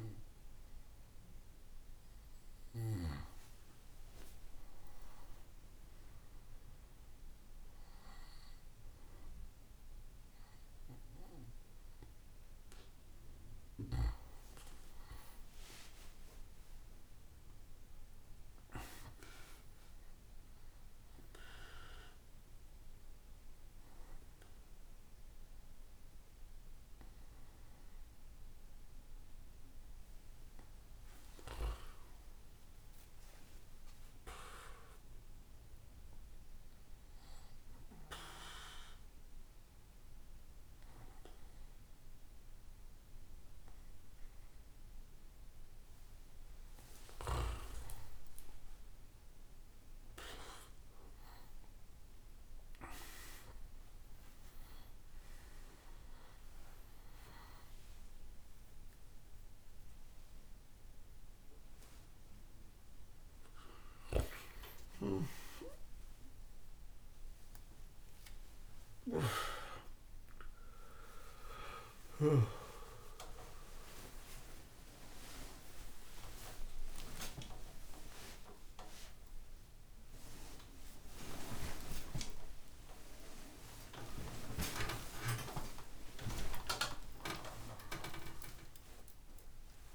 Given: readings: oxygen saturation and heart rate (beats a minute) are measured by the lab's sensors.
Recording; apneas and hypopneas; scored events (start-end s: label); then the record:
a person partly awake in a sleep study, by a room microphone; 2
4.50-64.50 s: new sleep stage, N1 (lightest sleep)
20.00-30.00 s: obstructive apnea (oxygen 97% before, 94% lowest, heart rate 70 before, 67 extreme, up 10 after)
31.50-34.50 s: arousal
36.00-46.50 s: obstructive apnea (oxygen 96% before, 94% lowest, heart rate 72 before, 70 extreme, up 8 after)
64.00-68.50 s: snoring (device-marked)
64.50-89.95 s: new sleep stage, awake
72.50-79.50 s: tachycardia (device-marked, heart rate 74 before, 121 extreme)
From the record:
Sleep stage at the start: awake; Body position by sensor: on the back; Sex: male